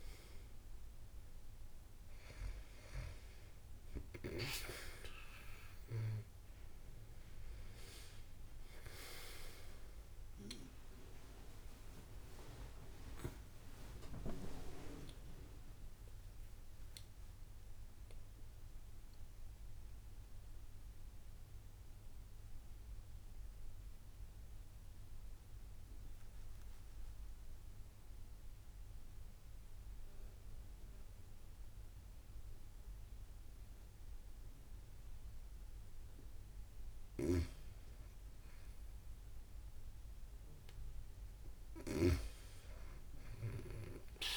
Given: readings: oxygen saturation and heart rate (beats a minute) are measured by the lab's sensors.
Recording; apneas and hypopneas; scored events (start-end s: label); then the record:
breathing in sleep by a room microphone; 1
0.00-3.00 s: arousal
0.00-28.50 s: oxygen desaturation (device-marked, oxygen 90% lowest)
15.50-35.50 s: central apnea (oxygen 96% before, 90% lowest)
39.00-42.50 s: arousal
From the record:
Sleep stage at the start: N2 (light sleep); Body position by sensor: on the back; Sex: female